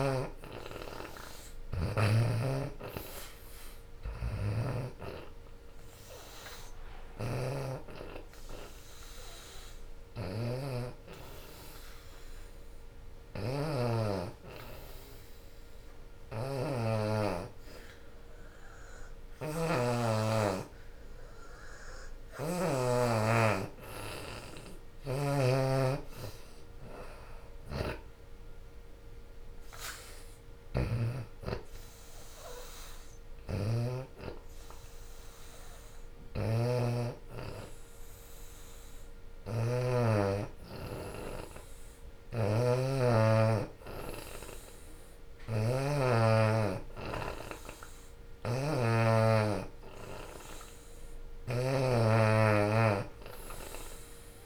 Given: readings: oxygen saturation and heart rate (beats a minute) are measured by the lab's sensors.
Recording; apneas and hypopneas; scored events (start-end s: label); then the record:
breathing in sleep by a room microphone; 1
0.00-1.00 s: oxygen desaturation (device-marked, oxygen 83% lowest, heart rate 68 extreme)
8.50-22.50 s: hypopnea (oxygen 88% before, 82% lowest, heart rate 83 before, 68 extreme, up 22 after)
24.00-28.50 s: arousal
25.00-35.00 s: drop in pulse transit time (device-marked, heart rate 78 before, 83 extreme)
25.00-45.00 s: oxygen desaturation (device-marked, oxygen 90% before, 82% lowest, heart rate 78 before, 73 extreme)
47.00-54.46 s: oxygen desaturation (device-marked, oxygen 92% before, 82% lowest, heart rate 81 before, 68 extreme)
51.50-54.46 s: arousal
From the record:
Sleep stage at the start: N2 (light sleep); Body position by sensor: on the back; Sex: female